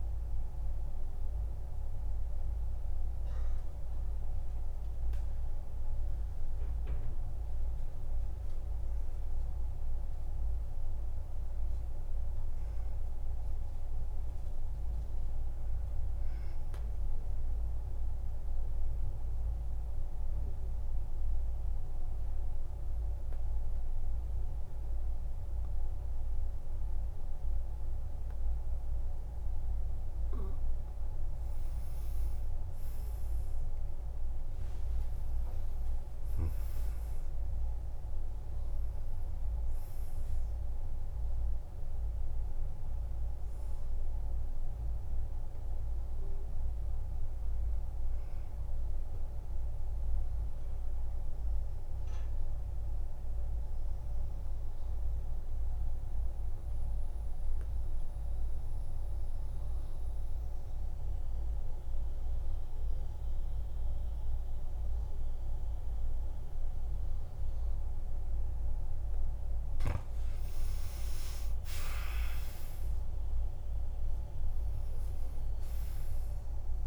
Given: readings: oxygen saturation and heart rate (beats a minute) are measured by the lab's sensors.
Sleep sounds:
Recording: breathing in sleep, hard to hear, by a room microphone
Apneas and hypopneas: 2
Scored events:
0.00-14.00 s: oxygen desaturation (device-marked, oxygen 94% lowest, heart rate 49 extreme)
10.00-13.50 s: arousal
15.50-30.50 s: obstructive apnea (oxygen 98% before, 91% lowest, heart rate 53 before, 50 extreme, up 15 after)
33.00-36.50 s: arousal
36.00-58.00 s: oxygen desaturation (device-marked, oxygen 96% before, 92% lowest, heart rate 53 before, 50 extreme)
50.50-70.00 s: mixed apnea (oxygen 98% before, 91% lowest, heart rate 60 before, 51 extreme, up 16 after)
71.00-76.87 s: oxygen desaturation (device-marked, oxygen 99% before, 91% lowest, heart rate 52 before, 49 extreme)
72.50-76.00 s: arousal
From the record:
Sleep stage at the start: N2 (light sleep)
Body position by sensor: on the back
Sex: male

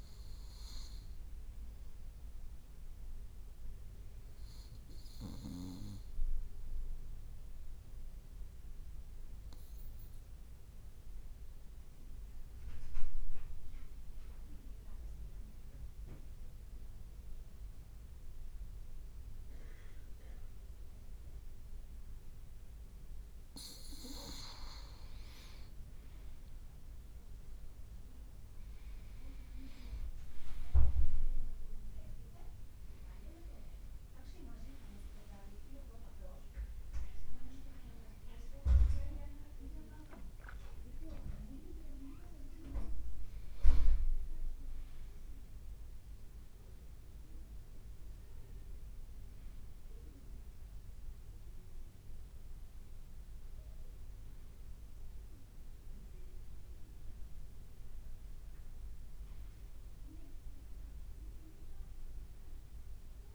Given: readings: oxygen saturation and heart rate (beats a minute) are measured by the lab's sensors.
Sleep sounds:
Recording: breathing in sleep by a room microphone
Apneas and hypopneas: 1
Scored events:
6.00-22.00 s: obstructive apnea (oxygen 97% before, 94% lowest, heart rate 56 before, 53 extreme, up 2 after)
9.50-14.50 s: leg movement (device-marked)
25.00-28.00 s: leg movement (device-marked)
25.50-30.50 s: arousal
29.50-32.00 s: leg movement (device-marked)
34.00-36.00 s: leg movement (device-marked)
42.00-63.35 s: new sleep stage, N1 (lightest sleep)
From the record:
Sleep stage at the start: N2 (light sleep)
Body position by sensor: on the right side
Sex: male

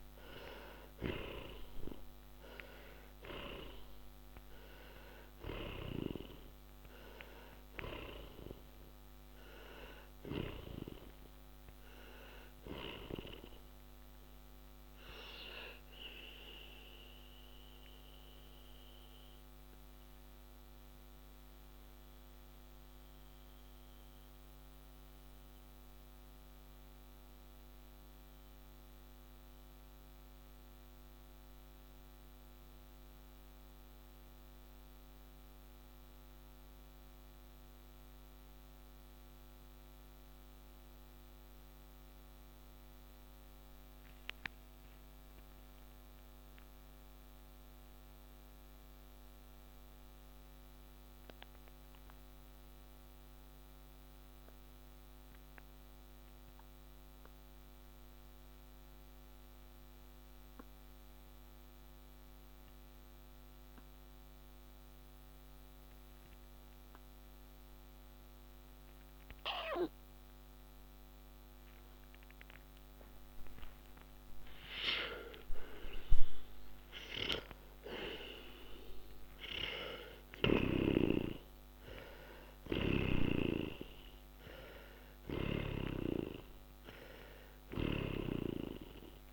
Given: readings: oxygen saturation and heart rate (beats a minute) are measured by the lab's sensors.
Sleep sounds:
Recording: breathing in sleep by a microphone on the trachea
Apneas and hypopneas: 1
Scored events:
3.00-48.00 s: oxygen desaturation (device-marked, oxygen 98% before, 87% lowest)
14.50-75.00 s: mixed apnea (oxygen 99% before, 85% lowest)
77.00-89.33 s: oxygen desaturation (device-marked, oxygen 98% before, 85% lowest)
78.00-83.50 s: arousal
From the record:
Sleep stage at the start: N2 (light sleep)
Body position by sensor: on the back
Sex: male

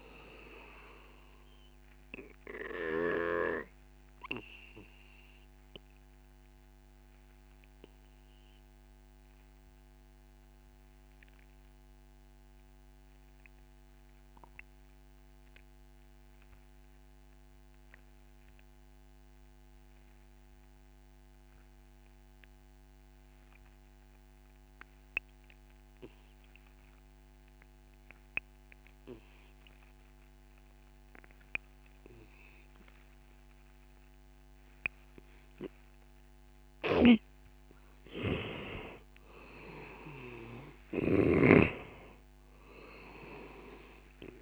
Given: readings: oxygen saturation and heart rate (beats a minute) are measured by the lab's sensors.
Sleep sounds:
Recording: breathing in sleep by a microphone on the trachea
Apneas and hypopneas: 1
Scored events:
0.00-20.00 s: oxygen desaturation (device-marked, oxygen 88% lowest)
3.50-36.50 s: obstructive apnea (oxygen 96% before, 88% lowest)
33.00-44.42 s: oxygen desaturation (device-marked, oxygen 97% before, 88% lowest)
36.50-44.42 s: snoring (device-marked)
38.50-41.50 s: arousal
From the record:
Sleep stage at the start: N2 (light sleep)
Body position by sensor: on the back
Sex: male

